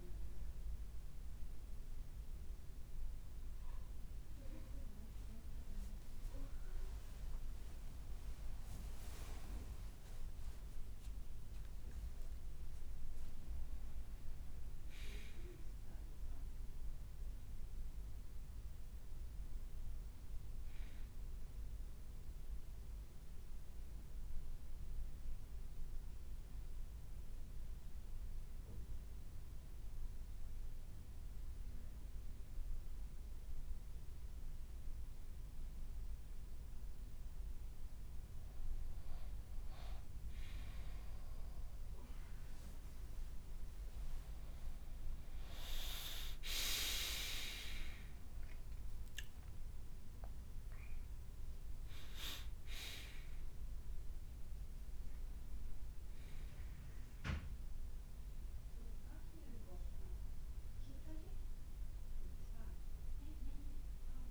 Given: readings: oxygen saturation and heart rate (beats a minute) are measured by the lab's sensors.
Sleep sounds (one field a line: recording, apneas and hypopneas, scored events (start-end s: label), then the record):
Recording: a person partly awake in a sleep study, by a room microphone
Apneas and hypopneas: 1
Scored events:
3.00-11.00 s: leg movement (device-marked)
11.50-13.00 s: leg movement (device-marked)
14.00-64.31 s: new sleep stage, N2 (light sleep)
26.00-37.00 s: central apnea (oxygen 98% before, 93% lowest, heart rate 58 before, 54 extreme, up 3 after)
32.00-35.50 s: leg movement (device-marked)
40.50-44.00 s: leg movement (device-marked)
41.00-59.00 s: oxygen desaturation (device-marked, oxygen 96% before, 93% lowest, heart rate 56 before, 54 extreme)
44.00-48.50 s: arousal
From the record:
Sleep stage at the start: awake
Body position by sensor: on the right side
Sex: male